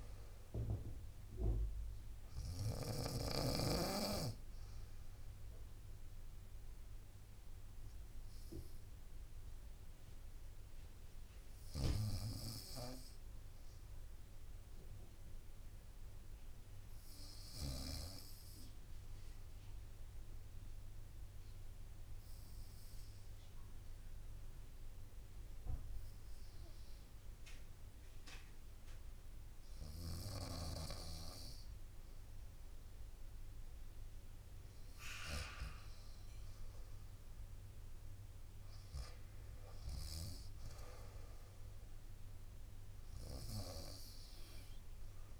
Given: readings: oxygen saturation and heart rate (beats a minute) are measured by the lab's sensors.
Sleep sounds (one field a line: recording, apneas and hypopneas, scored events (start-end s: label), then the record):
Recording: breathing in sleep by a room microphone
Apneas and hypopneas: 1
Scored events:
0.00-2.50 s: drop in pulse transit time (device-marked, heart rate 61 extreme)
0.00-2.50 s: snoring (device-marked)
0.00-14.50 s: oxygen desaturation (device-marked, oxygen 93% lowest, heart rate 58 extreme)
2.00-31.50 s: obstructive apnea (oxygen 97% before, 91% lowest, heart rate 62 before, 58 extreme, up 0 after)
6.50-39.50 s: bradycardia (device-marked, heart rate 64 before, 58 extreme)
36.00-40.50 s: arousal
39.50-45.39 s: oxygen desaturation (device-marked, oxygen 97% before, 91% lowest, heart rate 59 before, 61 extreme)
From the record:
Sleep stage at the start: REM sleep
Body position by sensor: on the right side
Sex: female